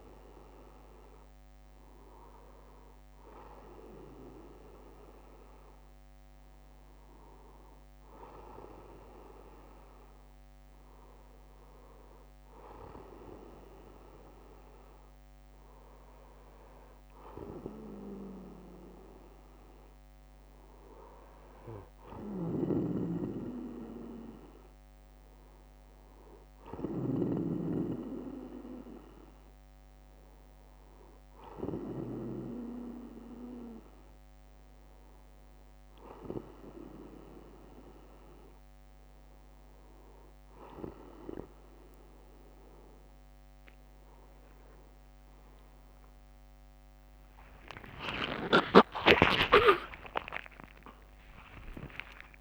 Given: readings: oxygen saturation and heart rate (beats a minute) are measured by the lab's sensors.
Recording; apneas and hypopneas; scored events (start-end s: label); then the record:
breathing in sleep by a microphone on the trachea; none
5.00-7.00 s: bradycardia (device-marked, heart rate 61 before, 61 extreme)
25.00-28.00 s: bradycardia (device-marked, heart rate 61 before, 58 extreme)
37.00-39.00 s: bradycardia (device-marked, heart rate 61 before, 58 extreme)
45.50-52.00 s: arousal
47.00-52.41 s: tachycardia (device-marked, heart rate 61 before, 140 extreme)
From the record:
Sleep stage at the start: N2 (light sleep); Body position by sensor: on the back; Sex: male